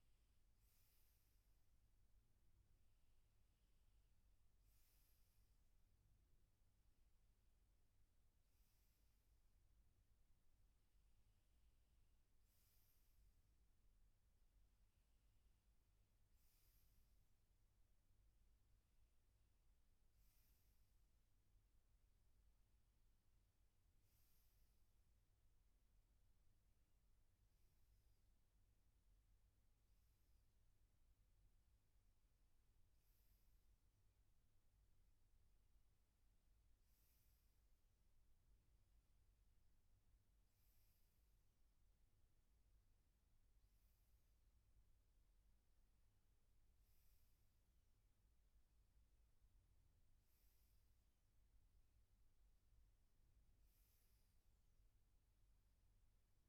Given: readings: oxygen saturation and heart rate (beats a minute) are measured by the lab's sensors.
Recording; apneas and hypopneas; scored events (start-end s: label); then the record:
breathing in sleep, hard to hear, by a room microphone; none
18.50-56.49 s: new sleep stage, N2 (light sleep)
From the record:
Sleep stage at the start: N1 (lightest sleep); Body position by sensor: on the back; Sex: male